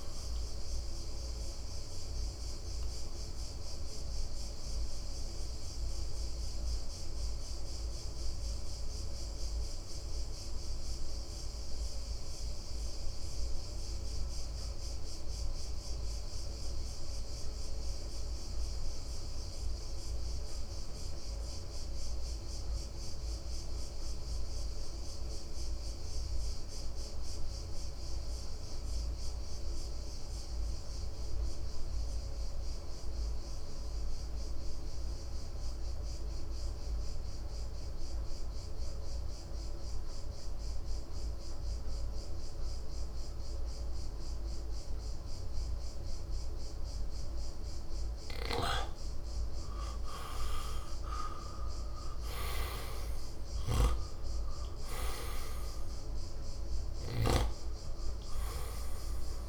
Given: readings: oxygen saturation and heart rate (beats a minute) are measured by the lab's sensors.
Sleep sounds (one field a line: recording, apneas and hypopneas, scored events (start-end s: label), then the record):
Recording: breathing in sleep by a room microphone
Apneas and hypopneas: 1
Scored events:
0.00-15.00 s: oxygen desaturation (device-marked, oxygen 86% lowest, heart rate 57 extreme)
1.50-48.50 s: mixed apnea (oxygen 98% before, 82% lowest, heart rate 63 before, 57 extreme, up 7 after)
37.00-59.49 s: oxygen desaturation (device-marked, oxygen 96% before, 82% lowest, heart rate 58 before, 56 extreme)
48.50-59.49 s: snoring (device-marked)
50.50-54.50 s: arousal
From the record:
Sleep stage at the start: N2 (light sleep)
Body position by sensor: on the right side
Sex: male